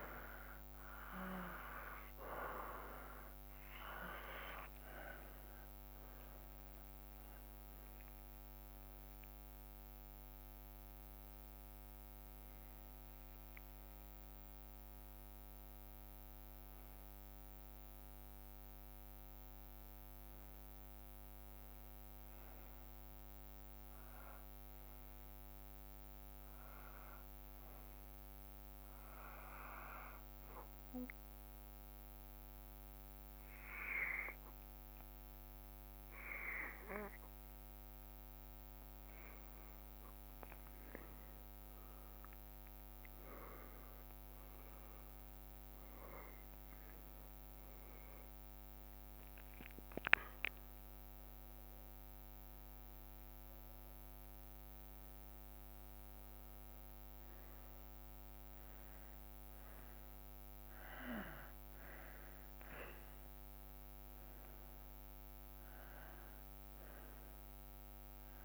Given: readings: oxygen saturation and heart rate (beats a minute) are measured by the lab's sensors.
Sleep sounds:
breathing in sleep by a microphone on the trachea; 1
6.00-10.50 s: arousal
7.00-9.00 s: long interval between heartbeats (device-marked, heart rate 60 before, 70 extreme)
23.50-38.50 s: hypopnea (oxygen 95% before, 91% lowest, heart rate 65 before, 57 extreme, up 6 after)
39.00-59.00 s: oxygen desaturation (device-marked, oxygen 95% before, 91% lowest, heart rate 59 before, 55 extreme)
40.00-43.00 s: arousal
66.00-68.45 s: arousal
From the record:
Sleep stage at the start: N2 (light sleep); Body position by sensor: on the back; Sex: male

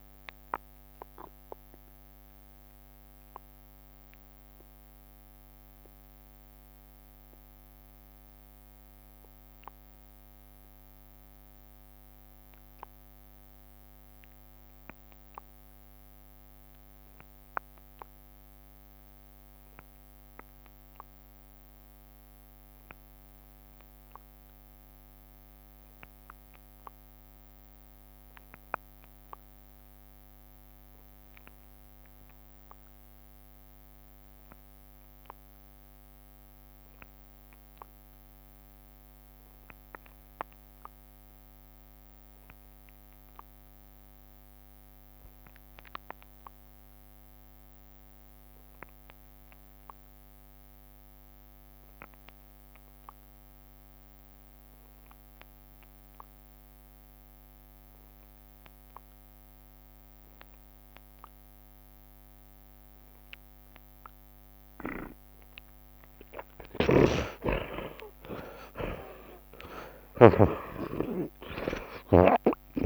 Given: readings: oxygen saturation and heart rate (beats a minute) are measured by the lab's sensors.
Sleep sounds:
breathing in sleep by a microphone on the trachea; 1
0.00-1.00 s: long interval between heartbeats (device-marked, heart rate 103 extreme)
0.00-14.50 s: oxygen desaturation (device-marked, oxygen 52% lowest, heart rate 63 extreme)
1.00-3.00 s: long interval between heartbeats (device-marked, heart rate 87 before, 76 extreme)
2.00-65.00 s: mixed apnea (oxygen 87% before, 48% lowest, heart rate 87 before, 58 extreme, up 53 after)
17.50-19.50 s: long interval between heartbeats (device-marked, heart rate 76 before, 63 extreme)
19.50-72.86 s: oxygen desaturation (device-marked, oxygen 84% before, 51% lowest, heart rate 72 before, 58 extreme)
24.00-26.00 s: long interval between heartbeats (device-marked, heart rate 69 before, 65 extreme)
35.00-37.00 s: long interval between heartbeats (device-marked, heart rate 68 before, 78 extreme)
43.50-45.50 s: long interval between heartbeats (device-marked, heart rate 70 before, 67 extreme)
44.50-47.50 s: bradycardia (device-marked, heart rate 77 before, 67 extreme)
46.50-48.50 s: long interval between heartbeats (device-marked, heart rate 71 before, 58 extreme)
48.50-50.50 s: bradycardia (device-marked, heart rate 77 before, 58 extreme)
50.50-52.50 s: long interval between heartbeats (device-marked, heart rate 70 before, 59 extreme)
58.00-60.00 s: long interval between heartbeats (device-marked, heart rate 66 before, 77 extreme)
66.50-71.00 s: arousal
67.00-71.00 s: snoring (device-marked)
67.50-72.86 s: tachycardia (device-marked, heart rate 77 before, 120 extreme)
70.00-72.00 s: long interval between heartbeats (device-marked, heart rate 72 before, 95 extreme)
From the record:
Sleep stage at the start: N2 (light sleep); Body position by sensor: on the right side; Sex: male

